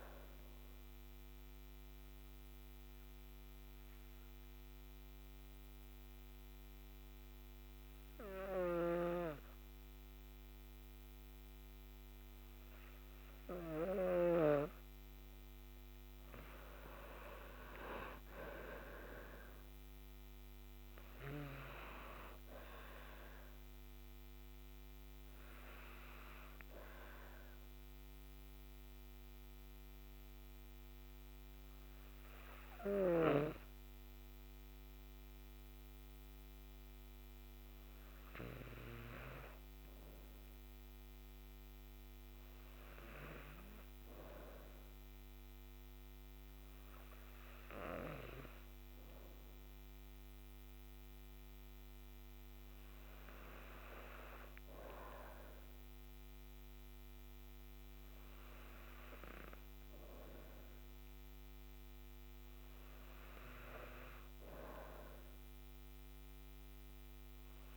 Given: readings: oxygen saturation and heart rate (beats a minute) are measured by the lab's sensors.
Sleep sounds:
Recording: breathing in sleep by a microphone on the trachea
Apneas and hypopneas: 2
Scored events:
0.00-6.50 s: oxygen desaturation (device-marked, oxygen 92% lowest)
1.00-13.50 s: obstructive apnea (oxygen 97% before, 90% lowest)
18.50-22.00 s: arousal
22.50-44.50 s: oxygen desaturation (device-marked, oxygen 97% before, 90% lowest, heart rate 37 before, 109 extreme)
28.00-41.50 s: hypopnea (oxygen 97% before, 90% lowest, heart rate 62 before, 126 extreme, up 40 after)
46.50-50.50 s: arousal
From the record:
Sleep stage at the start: N2 (light sleep)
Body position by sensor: on the back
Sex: female

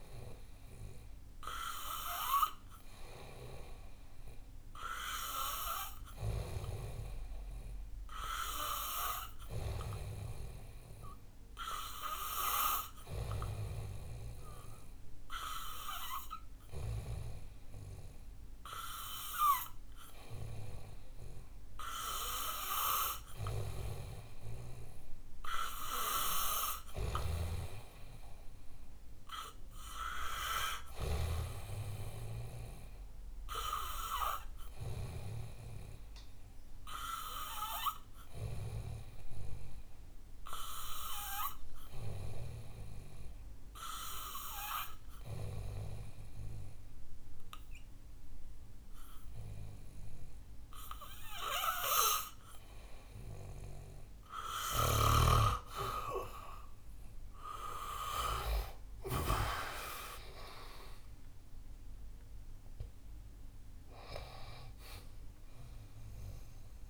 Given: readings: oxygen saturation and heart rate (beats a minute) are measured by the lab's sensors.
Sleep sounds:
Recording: breathing in sleep by a room microphone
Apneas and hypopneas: 1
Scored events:
31.50-35.50 s: arousal
37.50-52.00 s: obstructive apnea (oxygen 94% before, 89% lowest, heart rate 71 before, 57 extreme, up 11 after)
56.00-60.50 s: arousal
59.00-66.90 s: oxygen desaturation (device-marked, oxygen 94% before, 90% lowest, heart rate 70 before, 57 extreme)
From the record:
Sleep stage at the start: N2 (light sleep)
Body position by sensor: on the back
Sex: male

